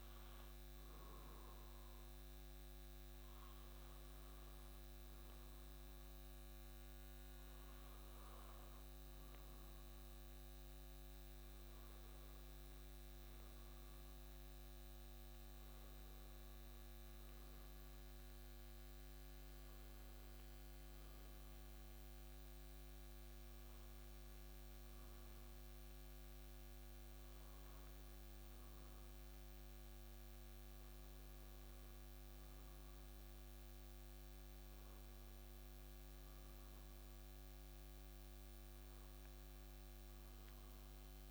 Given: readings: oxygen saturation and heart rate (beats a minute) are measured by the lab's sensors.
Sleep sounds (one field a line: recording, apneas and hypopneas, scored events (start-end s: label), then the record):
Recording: breathing in sleep, hard to hear, by a microphone on the trachea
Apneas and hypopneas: none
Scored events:
none scored
From the record:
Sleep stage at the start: N2 (light sleep)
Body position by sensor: on the back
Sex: male